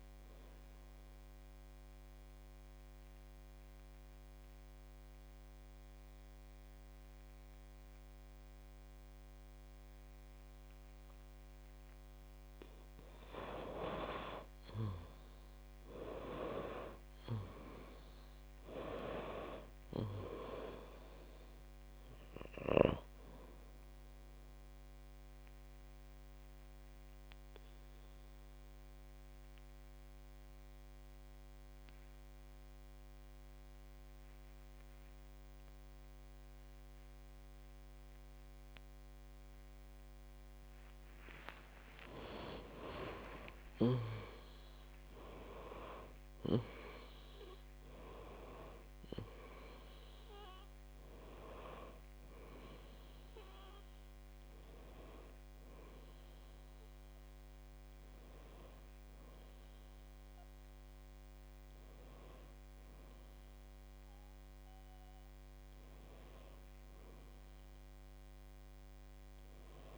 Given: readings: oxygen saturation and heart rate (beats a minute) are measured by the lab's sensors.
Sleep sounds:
breathing in sleep by a microphone on the trachea; 2
1.00-13.00 s: obstructive apnea (oxygen 98% before, 93% lowest, heart rate 59 before, 50 extreme, up 13 after)
15.00-19.00 s: arousal
19.50-35.50 s: oxygen desaturation (device-marked, oxygen 97% before, 93% lowest, heart rate 55 before, 50 extreme)
24.50-41.50 s: obstructive apnea (oxygen 97% before, 93% lowest, heart rate 58 before, 50 extreme)
43.00-47.50 s: arousal
50.50-69.98 s: oxygen desaturation (device-marked, oxygen 97% before, 93% lowest, heart rate 72 before, 52 extreme)
57.50-69.98 s: new sleep stage, N1 (lightest sleep)
From the record:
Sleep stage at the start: N2 (light sleep); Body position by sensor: on the back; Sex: female

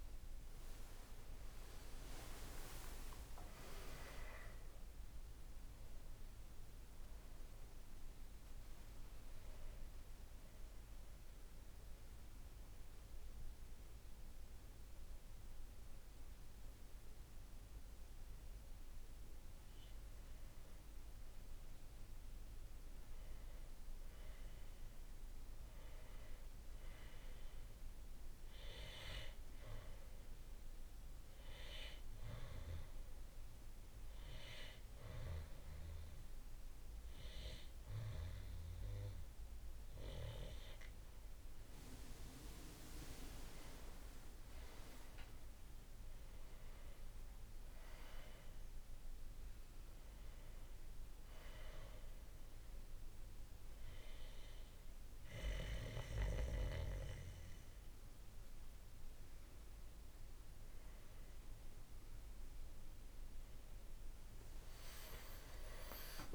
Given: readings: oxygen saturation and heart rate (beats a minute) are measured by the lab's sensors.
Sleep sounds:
breathing in sleep by a room microphone; 2
2.50-7.00 s: arousal
11.00-21.00 s: obstructive apnea (oxygen 96% before, 93% lowest, heart rate 69 before, 55 extreme, up 4 after)
23.00-26.00 s: arousal
29.50-42.00 s: hypopnea (oxygen 98% before, 93% lowest, heart rate 61 before, 57 extreme, up 18 after)
30.50-38.50 s: oxygen desaturation (device-marked, oxygen 98% before, 93% lowest, heart rate 59 before, 57 extreme)
43.50-46.00 s: arousal
From the record:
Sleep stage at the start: N2 (light sleep); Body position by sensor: on the back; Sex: male

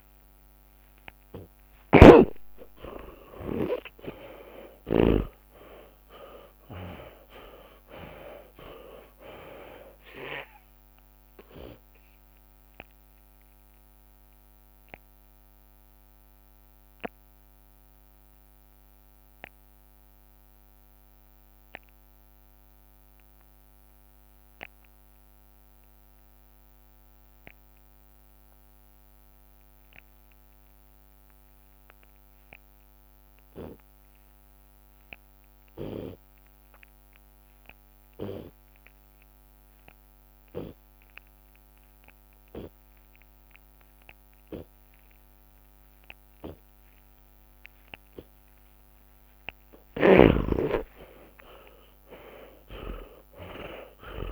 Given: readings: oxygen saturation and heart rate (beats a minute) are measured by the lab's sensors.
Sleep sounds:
breathing in sleep by a microphone on the trachea; 1
1.50-3.50 s: long interval between heartbeats (device-marked, heart rate 65 before, 83 extreme)
1.50-5.50 s: snoring (device-marked)
2.50-8.00 s: arousal
6.00-8.00 s: long interval between heartbeats (device-marked, heart rate 67 before, 75 extreme)
12.00-14.00 s: long interval between heartbeats (device-marked)
12.50-46.00 s: hypopnea (oxygen 99% before, 71% lowest)
29.00-43.00 s: oxygen desaturation (device-marked, oxygen 95% before, 89% lowest)
47.50-49.50 s: long interval between heartbeats (device-marked)
50.00-54.31 s: arousal
50.00-54.31 s: drop in pulse transit time (device-marked)
51.00-54.31 s: oxygen desaturation (device-marked, oxygen 97% before, 92% lowest)
51.50-53.50 s: long interval between heartbeats (device-marked)
From the record:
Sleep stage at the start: N2 (light sleep); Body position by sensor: on the left side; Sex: male

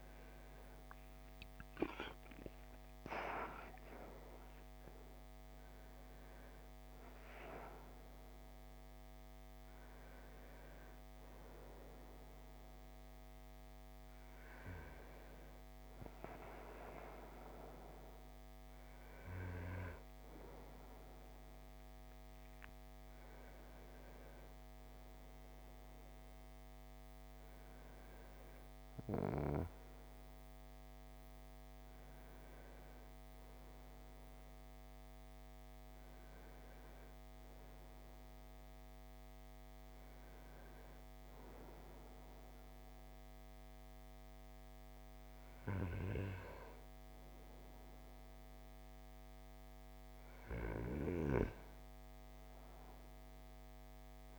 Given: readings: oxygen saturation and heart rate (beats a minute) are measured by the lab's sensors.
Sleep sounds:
breathing in sleep by a microphone on the trachea; none
6.00-16.00 s: oxygen desaturation (device-marked, oxygen 98% before, 91% lowest, heart rate 60 before, 57 extreme)
From the record:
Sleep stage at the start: N1 (lightest sleep); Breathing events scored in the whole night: 344 in 6.7 hours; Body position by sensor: on the right side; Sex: male

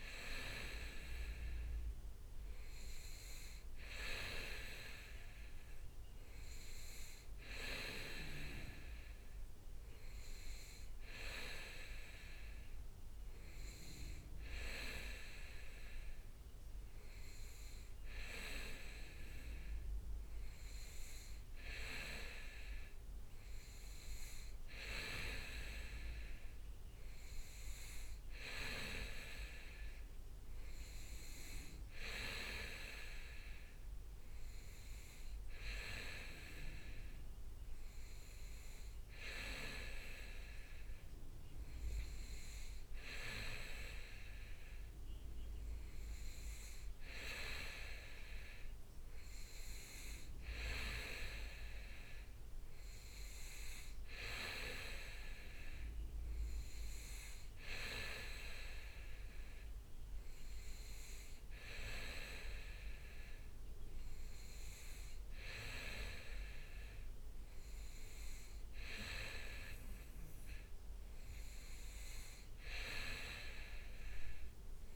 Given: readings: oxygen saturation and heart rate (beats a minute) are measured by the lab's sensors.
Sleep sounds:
breathing in sleep by a room microphone; none
14.00-16.50 s: leg movement (device-marked)
35.50-42.00 s: leg movement (device-marked)
From the record:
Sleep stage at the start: N2 (light sleep); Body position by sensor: on the back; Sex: male

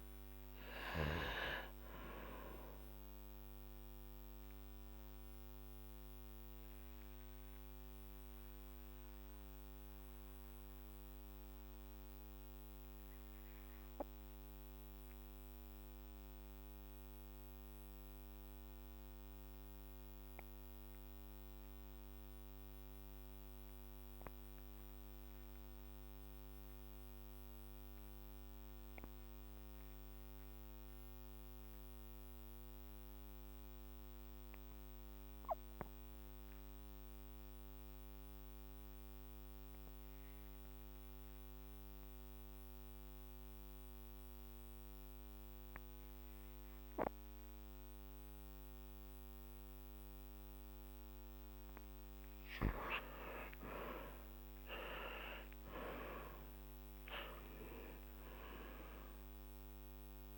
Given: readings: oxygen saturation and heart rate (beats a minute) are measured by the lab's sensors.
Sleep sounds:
breathing in sleep by a microphone on the trachea; 1
3.50-51.00 s: obstructive apnea (oxygen 98% before, 88% lowest, heart rate 50 before, 45 extreme, up 15 after)
27.00-55.00 s: oxygen desaturation (device-marked, oxygen 98% before, 88% lowest, heart rate 46 before, 45 extreme)
53.50-59.50 s: arousal
From the record:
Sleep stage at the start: REM sleep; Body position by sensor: on the back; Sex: male

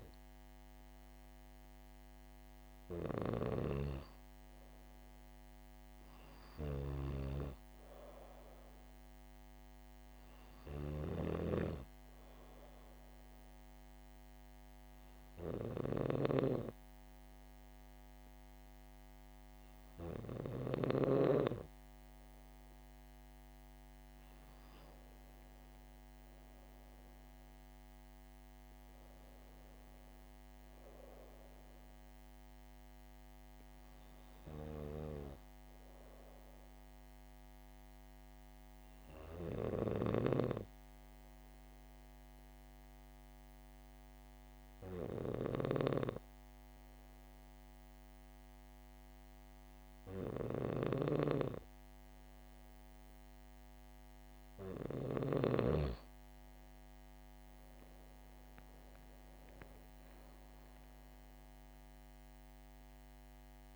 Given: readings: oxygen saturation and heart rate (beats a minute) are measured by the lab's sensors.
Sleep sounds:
breathing in sleep by a microphone on the trachea; 1
0.00-21.00 s: snoring (device-marked)
27.50-31.50 s: arousal
37.00-53.50 s: hypopnea (oxygen 97% before, 95% lowest, heart rate 68 before, 65 extreme, up 5 after)
50.50-55.50 s: snoring (device-marked)
57.00-60.00 s: arousal
From the record:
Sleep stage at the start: N2 (light sleep); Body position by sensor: on the back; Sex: female

